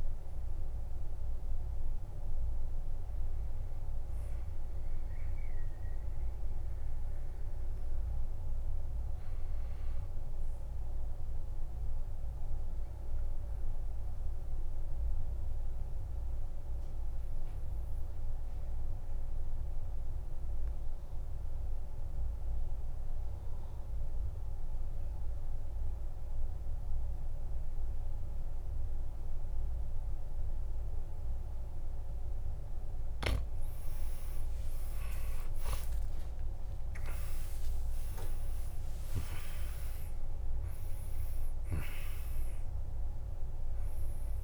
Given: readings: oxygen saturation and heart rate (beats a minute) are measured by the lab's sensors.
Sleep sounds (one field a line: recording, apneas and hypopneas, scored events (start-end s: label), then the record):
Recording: breathing in sleep, hard to hear, by a room microphone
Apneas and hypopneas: 1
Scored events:
12.00-31.50 s: obstructive apnea (oxygen 98% before, 90% lowest, heart rate 69 before, 50 extreme, up 20 after)
34.00-44.44 s: oxygen desaturation (device-marked, oxygen 98% before, 90% lowest, heart rate 50 before, 48 extreme)
35.50-39.00 s: arousal
40.00-44.44 s: new sleep stage, N1 (lightest sleep)
From the record:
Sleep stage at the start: N2 (light sleep)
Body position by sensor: on the back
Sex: male